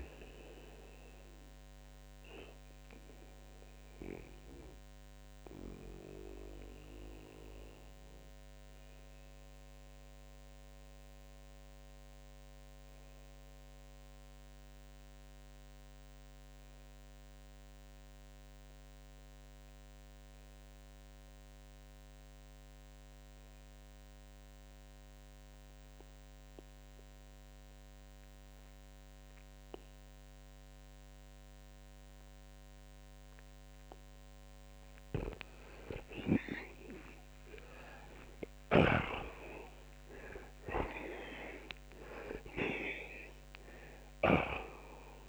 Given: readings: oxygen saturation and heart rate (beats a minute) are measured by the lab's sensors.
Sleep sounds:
breathing in sleep by a microphone on the trachea; 1
3.50-35.00 s: mixed apnea (oxygen 93% before, 79% lowest)
15.00-26.00 s: oxygen desaturation (device-marked, oxygen 93% before, 88% lowest)
28.00-36.00 s: oxygen desaturation (device-marked, oxygen 90% before, 79% lowest)
37.00-41.50 s: arousal
From the record:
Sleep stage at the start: REM sleep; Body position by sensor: on the back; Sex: male

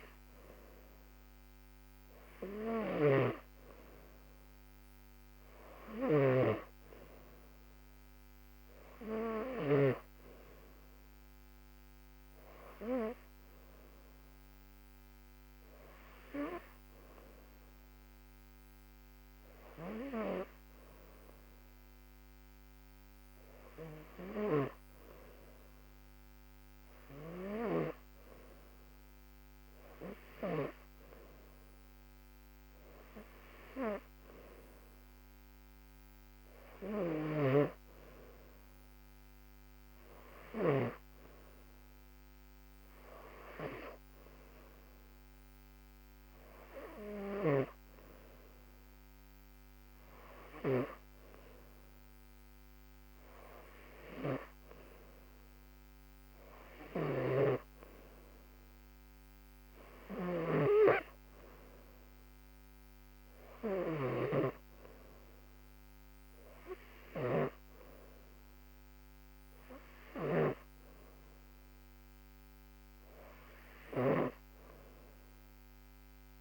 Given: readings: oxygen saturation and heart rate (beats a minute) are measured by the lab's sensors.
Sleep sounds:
breathing in sleep by a microphone on the trachea; none
6.00-10.00 s: snoring (device-marked)
From the record:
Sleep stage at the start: N2 (light sleep); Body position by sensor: on the back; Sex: female

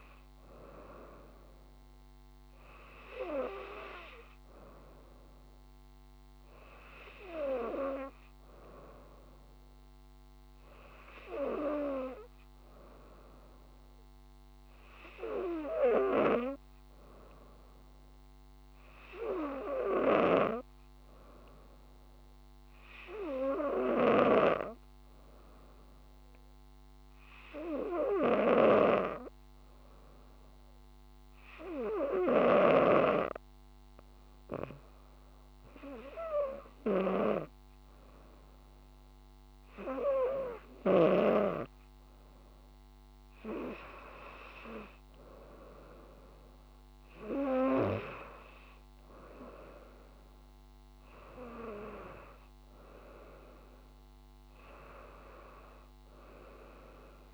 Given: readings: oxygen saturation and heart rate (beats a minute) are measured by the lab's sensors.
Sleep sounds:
breathing in sleep by a microphone on the trachea; 1
0.00-11.50 s: oxygen desaturation (device-marked, oxygen 93% lowest, heart rate 67 extreme)
22.50-39.50 s: hypopnea (oxygen 97% before, 93% lowest, heart rate 69 before, 68 extreme, up 9 after)
37.50-57.34 s: oxygen desaturation (device-marked, oxygen 96% before, 93% lowest, heart rate 69 before, 63 extreme)
44.50-48.50 s: arousal
From the record:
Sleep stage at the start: N2 (light sleep); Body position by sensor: on the front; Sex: female

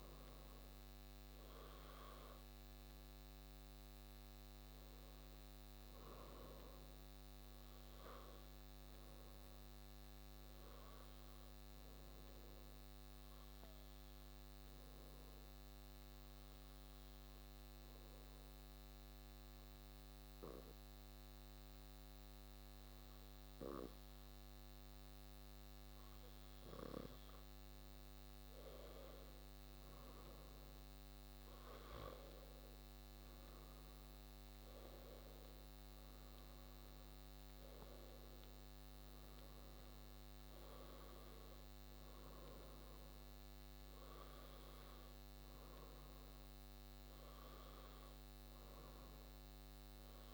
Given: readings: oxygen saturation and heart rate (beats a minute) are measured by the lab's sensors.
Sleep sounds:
breathing in sleep, hard to hear, by a microphone on the trachea; 1
12.50-25.50 s: obstructive apnea (oxygen 97% before, 94% lowest)
33.00-39.00 s: arousal
From the record:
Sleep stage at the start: N2 (light sleep); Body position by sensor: on the back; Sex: male

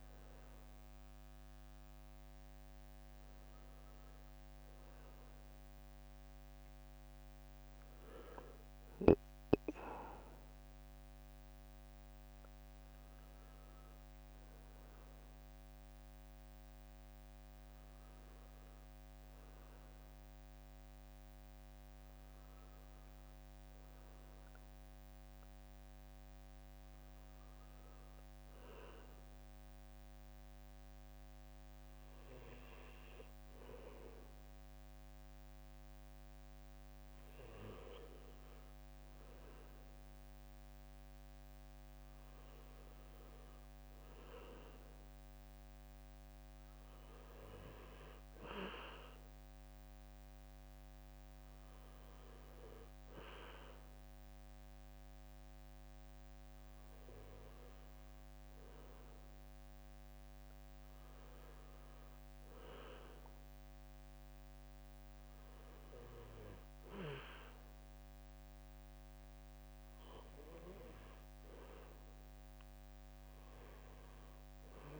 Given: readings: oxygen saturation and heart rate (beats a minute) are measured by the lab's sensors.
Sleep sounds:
a person partly awake in a sleep study, by a microphone on the trachea; none
26.00-75.00 s: new sleep stage, N2 (light sleep)
From the record:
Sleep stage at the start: awake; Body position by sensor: on the right side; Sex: male

